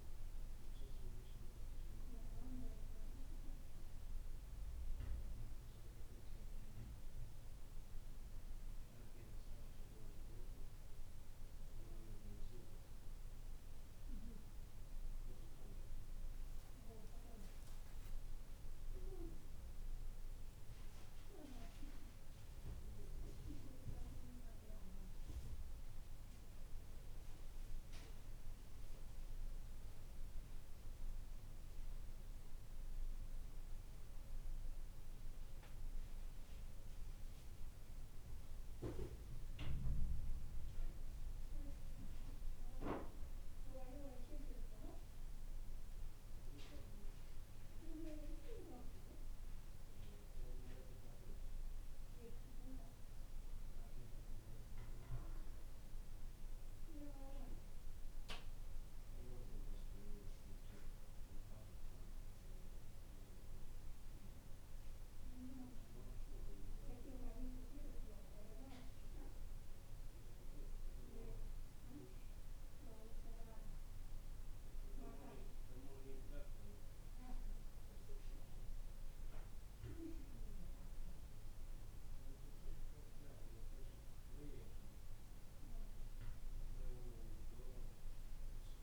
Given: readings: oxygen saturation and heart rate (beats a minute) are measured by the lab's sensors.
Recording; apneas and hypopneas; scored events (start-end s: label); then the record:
a person awake in a sleep study, by a room microphone; none
none scored
From the record:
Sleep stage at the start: awake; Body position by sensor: on the back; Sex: male